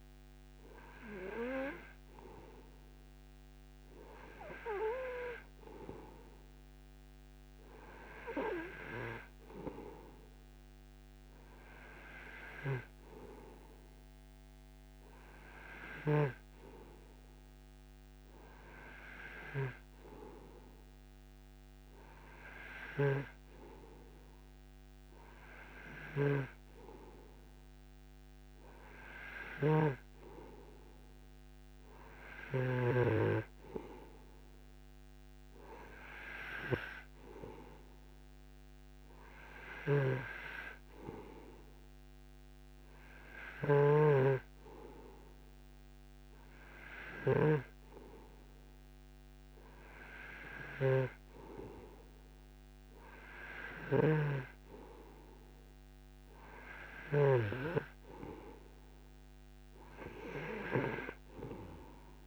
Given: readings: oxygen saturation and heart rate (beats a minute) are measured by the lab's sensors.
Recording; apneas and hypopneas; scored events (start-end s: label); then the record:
breathing in sleep by a microphone on the trachea; none
23.50-33.50 s: snoring (device-marked)
40.50-48.50 s: snoring (device-marked)
54.50-58.00 s: snoring (device-marked)
From the record:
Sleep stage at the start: N2 (light sleep); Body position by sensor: on the right side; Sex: male